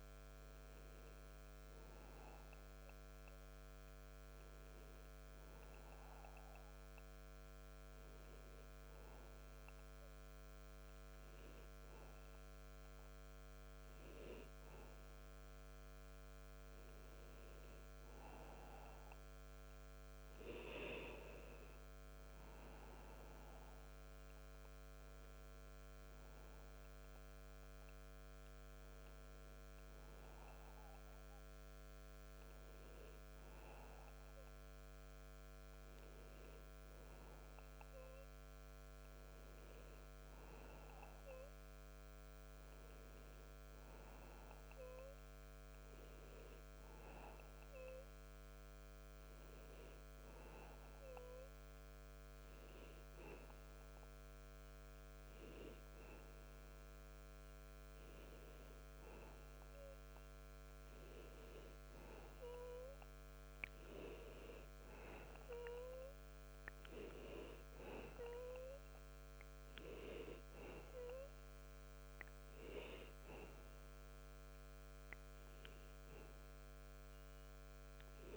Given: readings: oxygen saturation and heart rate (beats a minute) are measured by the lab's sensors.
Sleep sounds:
breathing in sleep by a microphone on the trachea; none
none scored
From the record:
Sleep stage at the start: N2 (light sleep); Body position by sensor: on the back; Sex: male

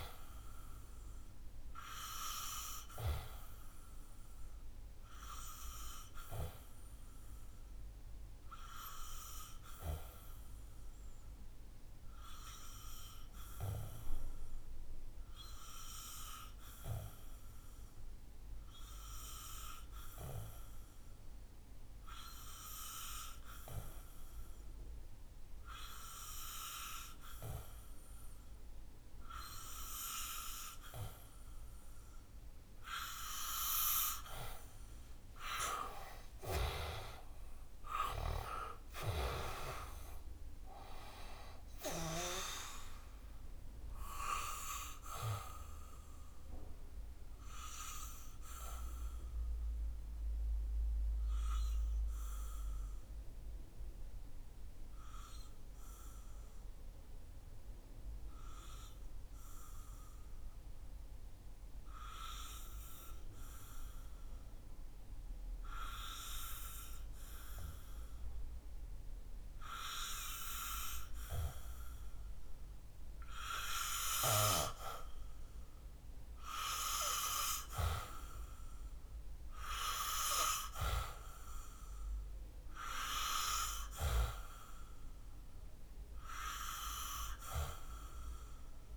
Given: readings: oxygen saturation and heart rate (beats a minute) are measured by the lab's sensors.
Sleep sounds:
breathing in sleep by a room microphone; 2
10.00-33.00 s: obstructive apnea (oxygen 97% before, 91% lowest, heart rate 64 before, 62 extreme, up 10 after)
31.00-62.00 s: oxygen desaturation (device-marked, oxygen 95% before, 91% lowest, heart rate 63 before, 63 extreme)
35.00-41.00 s: arousal
47.00-74.00 s: obstructive apnea (oxygen 95% before, 91% lowest, heart rate 68 before, 63 extreme, up 4 after)
76.00-80.00 s: arousal
77.00-88.96 s: oxygen desaturation (device-marked, oxygen 97% before, 92% lowest, heart rate 66 before, 63 extreme)
From the record:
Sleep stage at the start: N2 (light sleep); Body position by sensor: on the back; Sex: male

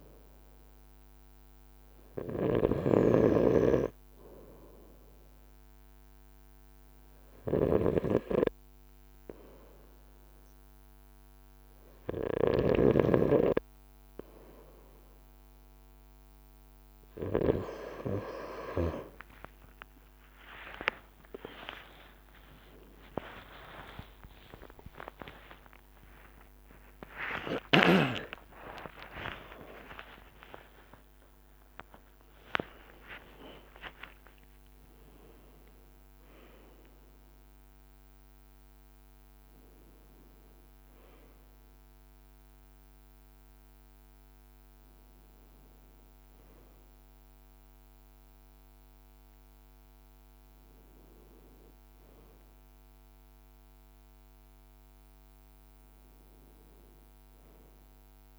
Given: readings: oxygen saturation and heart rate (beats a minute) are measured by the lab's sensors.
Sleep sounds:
breathing in sleep by a microphone on the trachea; none
0.00-17.00 s: snoring (device-marked)
19.00-25.00 s: arousal
21.50-31.50 s: tachycardia (device-marked, heart rate 57 before, 152 extreme)
22.50-24.50 s: long interval between heartbeats (device-marked, heart rate 58 before, 77 extreme)
25.00-27.00 s: long interval between heartbeats (device-marked, heart rate 61 before, 103 extreme)
26.50-56.50 s: new sleep stage, N1 (lightest sleep)
27.00-29.00 s: long interval between heartbeats (device-marked, heart rate 66 before, 133 extreme)
29.50-31.50 s: long interval between heartbeats (device-marked, heart rate 79 before, 135 extreme)
33.00-35.00 s: long interval between heartbeats (device-marked, heart rate 92 before, 108 extreme)
56.50-58.39 s: new sleep stage, N2 (light sleep)
From the record:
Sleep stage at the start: N2 (light sleep); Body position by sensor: on the front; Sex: male

